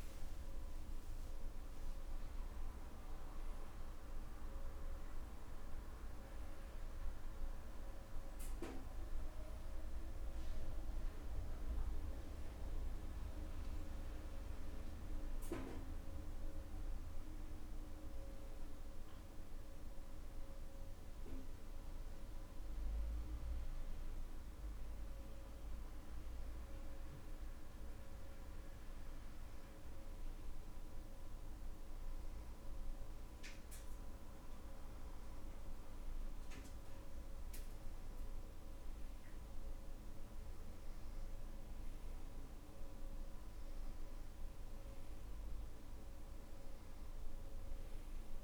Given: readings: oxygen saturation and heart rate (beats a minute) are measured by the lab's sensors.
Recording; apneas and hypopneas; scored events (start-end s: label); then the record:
breathing in sleep, hard to hear, by a room microphone; none
none scored
From the record:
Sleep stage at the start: N2 (light sleep); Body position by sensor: on the back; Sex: male